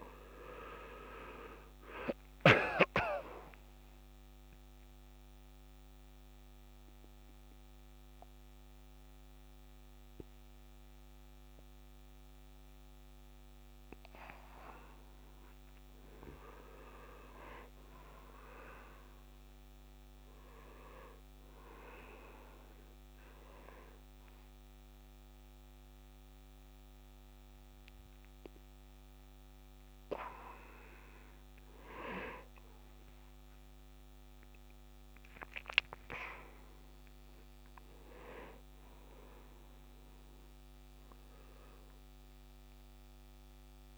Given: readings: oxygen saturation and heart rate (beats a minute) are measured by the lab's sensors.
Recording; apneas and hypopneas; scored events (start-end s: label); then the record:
breathing in sleep by a microphone on the trachea; 1
0.00-3.00 s: arousal
4.00-14.50 s: central apnea (oxygen 96% before, 93% lowest, heart rate 79 before, 76 extreme, up 3 after)
16.50-19.00 s: arousal
20.50-43.98 s: new sleep stage, N2 (light sleep)
34.50-40.50 s: oxygen desaturation (device-marked, oxygen 97% before, 94% lowest, heart rate 78 before, 78 extreme)
From the record:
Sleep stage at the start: N1 (lightest sleep); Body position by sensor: on the right side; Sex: male